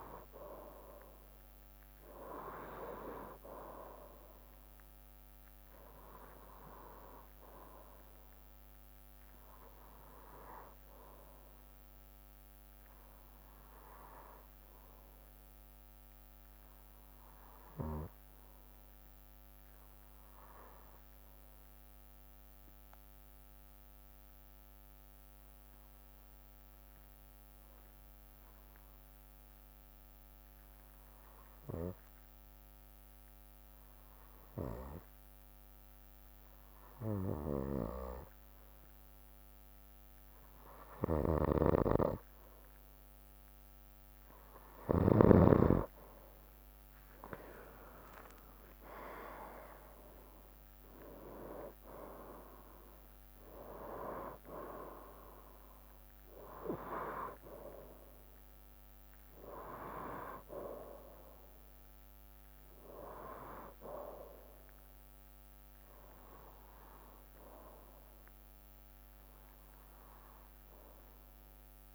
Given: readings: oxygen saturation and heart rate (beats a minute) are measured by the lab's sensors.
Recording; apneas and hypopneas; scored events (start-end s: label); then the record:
breathing in sleep by a microphone on the trachea; 1
16.50-38.00 s: obstructive apnea (oxygen 95% before, 90% lowest, heart rate 65 before, 62 extreme, up 0 after)
23.00-34.00 s: drop in pulse transit time (device-marked, heart rate 66 before, 66 extreme)
40.50-45.00 s: snoring (device-marked)
47.00-60.00 s: drop in pulse transit time (device-marked, heart rate 66 before, 66 extreme)
47.00-71.94 s: oxygen desaturation (device-marked, oxygen 95% before, 90% lowest, heart rate 66 before, 65 extreme)
49.50-53.00 s: arousal
From the record:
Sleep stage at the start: N2 (light sleep); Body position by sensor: on the right side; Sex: male